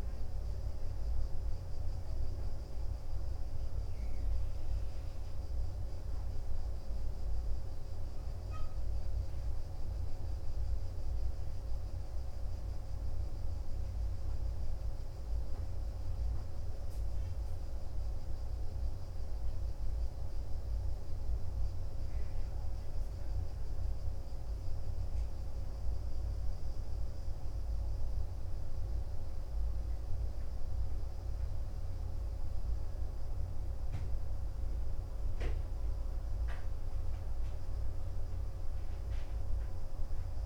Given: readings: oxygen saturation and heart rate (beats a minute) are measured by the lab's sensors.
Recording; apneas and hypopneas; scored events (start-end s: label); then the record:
breathing in sleep, hard to hear, by a room microphone; none
none scored
From the record:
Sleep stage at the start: N2 (light sleep); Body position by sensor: on the back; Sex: male